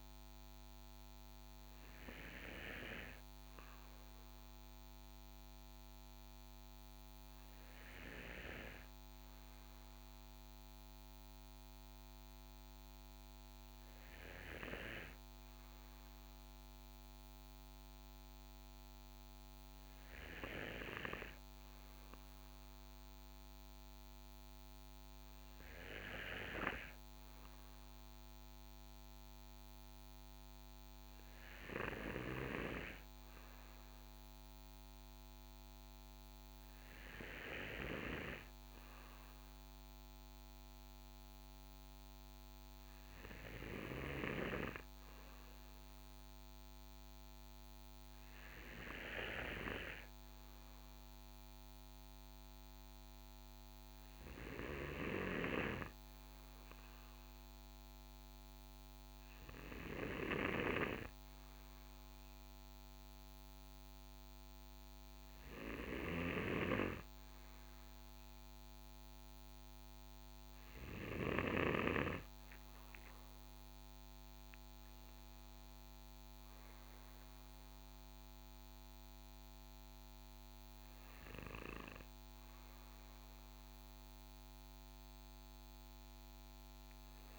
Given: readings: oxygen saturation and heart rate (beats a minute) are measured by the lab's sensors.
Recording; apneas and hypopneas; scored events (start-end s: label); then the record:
breathing in sleep by a microphone on the trachea; 1
50.00-66.50 s: hypopnea (oxygen 95% before, 93% lowest, heart rate 58 before, 57 extreme, up 6 after)
68.00-71.00 s: arousal
From the record:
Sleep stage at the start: N2 (light sleep); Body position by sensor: on the back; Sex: male